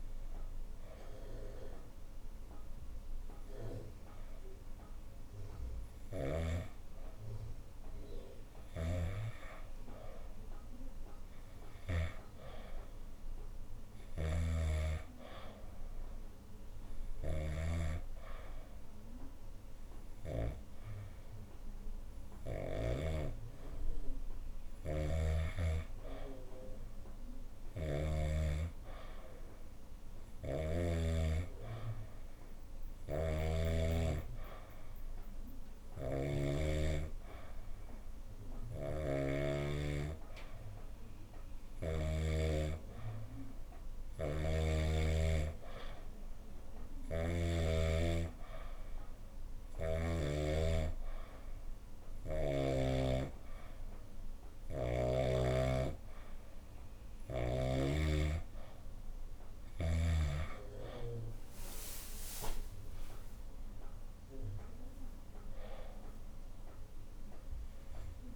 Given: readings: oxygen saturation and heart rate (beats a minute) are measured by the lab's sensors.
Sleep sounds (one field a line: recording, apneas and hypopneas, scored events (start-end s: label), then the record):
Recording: breathing in sleep by a room microphone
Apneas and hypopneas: none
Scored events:
0.00-4.00 s: oxygen desaturation (device-marked, oxygen 89% lowest, heart rate 69 extreme)
8.50-12.00 s: snoring (device-marked)
14.00-23.00 s: snoring (device-marked)
16.00-23.00 s: oxygen desaturation (device-marked, oxygen 96% before, 93% lowest, heart rate 85 before, 72 extreme)
32.50-42.00 s: snoring (device-marked)
46.50-50.00 s: snoring (device-marked)
62.50-66.50 s: arousal
From the record:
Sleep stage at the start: N2 (light sleep)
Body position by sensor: on the back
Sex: female